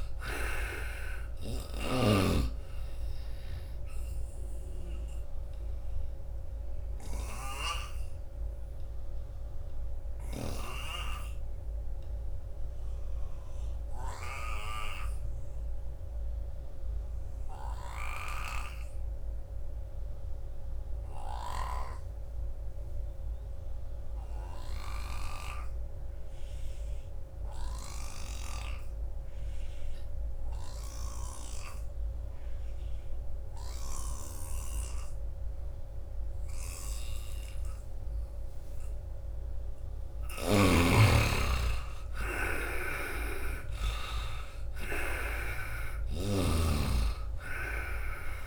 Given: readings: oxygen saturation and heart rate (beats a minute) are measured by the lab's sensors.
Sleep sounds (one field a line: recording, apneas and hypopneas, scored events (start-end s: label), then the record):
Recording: breathing in sleep by a room microphone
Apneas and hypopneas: 1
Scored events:
0.00-16.50 s: oxygen desaturation (device-marked, oxygen 71% lowest, heart rate 66 extreme)
4.50-39.00 s: obstructive apnea (oxygen 96% before, 71% lowest, heart rate 79 before, 75 extreme, up 23 after)
22.50-48.47 s: oxygen desaturation (device-marked, oxygen 99% before, 72% lowest, heart rate 86 before, 68 extreme)
27.00-29.00 s: long interval between heartbeats (device-marked, heart rate 84 before, 86 extreme)
30.50-34.00 s: snoring (device-marked)
33.00-35.00 s: long interval between heartbeats (device-marked, heart rate 84 before, 77 extreme)
36.00-38.00 s: long interval between heartbeats (device-marked, heart rate 82 before, 81 extreme)
38.00-40.00 s: long interval between heartbeats (device-marked, heart rate 82 before, 87 extreme)
40.50-44.50 s: arousal
42.50-48.47 s: snoring (device-marked)
43.50-45.50 s: long interval between heartbeats (device-marked, heart rate 84 before, 90 extreme)
From the record:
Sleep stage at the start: N2 (light sleep)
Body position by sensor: on the right side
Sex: male